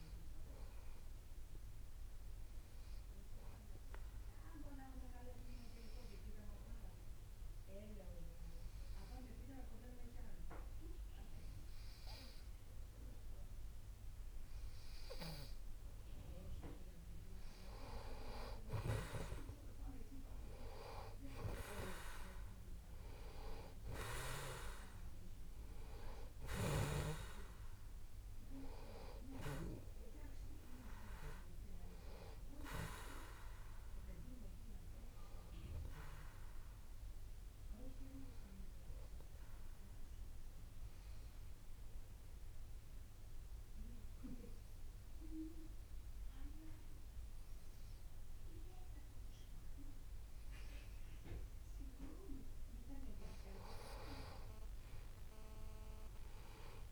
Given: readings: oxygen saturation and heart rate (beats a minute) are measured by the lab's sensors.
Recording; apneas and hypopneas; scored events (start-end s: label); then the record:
breathing in sleep by a room microphone; 2
1.50-16.50 s: obstructive apnea (oxygen 95% before, 92% lowest)
19.00-33.00 s: oxygen desaturation (device-marked, oxygen 95% before, 92% lowest)
20.00-24.50 s: arousal
37.50-52.50 s: obstructive apnea (oxygen 95% before, 92% lowest)
From the record:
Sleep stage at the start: N2 (light sleep); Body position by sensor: on the back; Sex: male